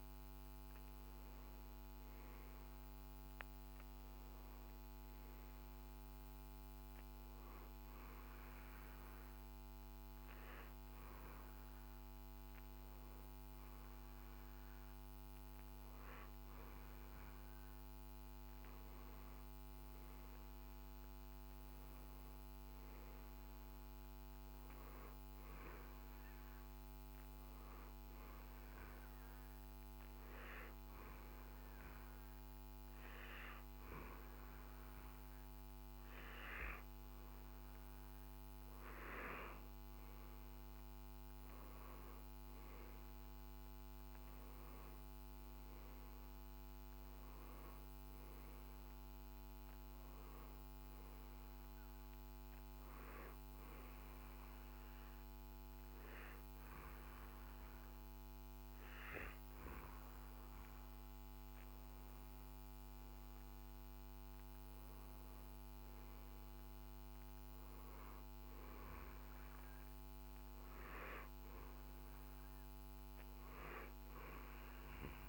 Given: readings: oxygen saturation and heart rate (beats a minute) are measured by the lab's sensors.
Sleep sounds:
breathing in sleep, hard to hear, by a microphone on the trachea; 3
0.00-2.00 s: arousal
1.00-15.00 s: oxygen desaturation (device-marked, oxygen 96% before, 92% lowest, heart rate 60 before, 54 extreme)
7.00-18.00 s: hypopnea (oxygen 96% before, 92% lowest, heart rate 59 before, 57 extreme, up 12 after)
21.00-24.50 s: arousal
28.50-39.00 s: obstructive apnea (oxygen 96% before, 92% lowest, heart rate 60 before, 57 extreme, up 9 after)
41.50-45.50 s: arousal
52.00-62.50 s: obstructive apnea (oxygen 95% before, 89% lowest, heart rate 63 before, 57 extreme, up 11 after)
65.00-68.00 s: arousal
From the record:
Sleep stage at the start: N2 (light sleep); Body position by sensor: on the right side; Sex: male

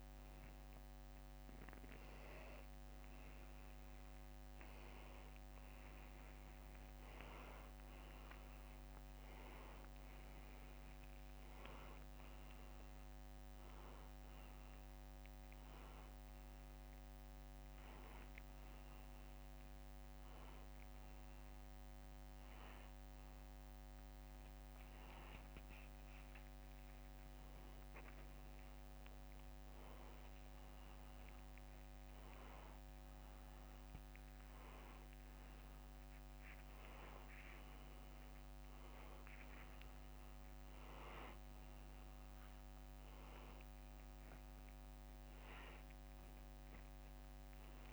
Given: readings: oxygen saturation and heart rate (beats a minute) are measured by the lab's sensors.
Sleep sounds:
a person awake in a sleep study, hard to hear, by a microphone on the trachea; none
6.50-15.50 s: tachycardia (device-marked, heart rate 93 before, 121 extreme)
9.50-11.50 s: long interval between heartbeats (device-marked, heart rate 87 before, 102 extreme)
12.50-14.50 s: long interval between heartbeats (device-marked, heart rate 90 before, 121 extreme)
18.00-20.00 s: long interval between heartbeats (device-marked, heart rate 96 before, 97 extreme)
24.00-26.00 s: long interval between heartbeats (device-marked, heart rate 99 before, 94 extreme)
31.50 s: drop in pulse transit time (device-marked)
40.50-42.50 s: long interval between heartbeats (device-marked, heart rate 88 before, 92 extreme)
40.50-43.50 s: tachycardia (device-marked, heart rate 94 before, 92 extreme)
43.50-45.50 s: long interval between heartbeats (device-marked, heart rate 88 before, 102 extreme)
44.50-47.93 s: tachycardia (device-marked, heart rate 94 before, 120 extreme)
From the record:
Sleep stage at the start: awake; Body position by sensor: upright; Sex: male

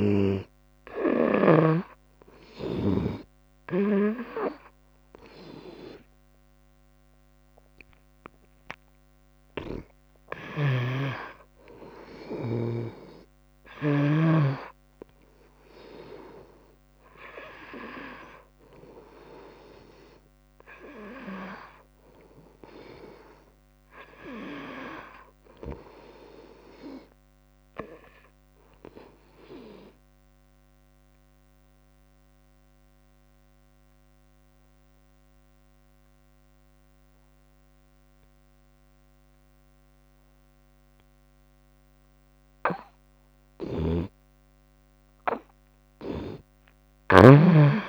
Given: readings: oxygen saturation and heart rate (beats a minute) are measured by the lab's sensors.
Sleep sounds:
breathing in sleep by a microphone on the trachea; 1
1.00-14.00 s: oxygen desaturation (device-marked, oxygen 96% before, 89% lowest, heart rate 76 before, 70 extreme)
10.50-14.50 s: snoring (device-marked)
13.50-15.50 s: long interval between heartbeats (device-marked, heart rate 76 before, 82 extreme)
23.50-25.50 s: long interval between heartbeats (device-marked, heart rate 76 before, 79 extreme)
23.50-27.00 s: arousal
30.00-43.50 s: obstructive apnea (oxygen 95% before, 85% lowest, heart rate 78 before, 69 extreme, up 14 after)
43.50-47.50 s: snoring (device-marked)
46.00-47.89 s: arousal
46.00-47.89 s: oxygen desaturation (device-marked, oxygen 95% before, 85% lowest, heart rate 72 before, 72 extreme)
From the record:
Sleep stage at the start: N2 (light sleep); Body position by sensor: on the front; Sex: female

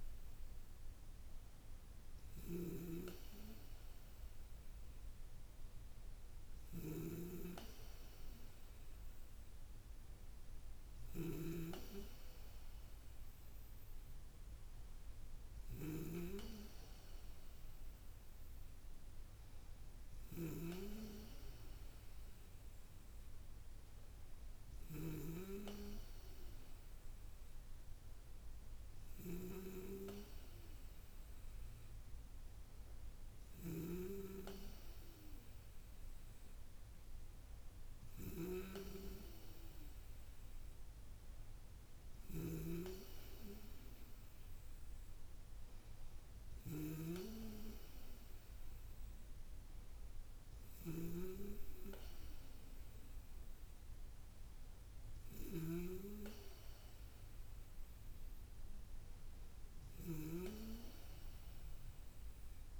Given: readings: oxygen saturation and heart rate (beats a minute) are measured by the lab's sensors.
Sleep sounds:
breathing in sleep by a room microphone; none
6.00-11.00 s: snoring (device-marked)
From the record:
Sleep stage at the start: N2 (light sleep); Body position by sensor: on the back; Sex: female

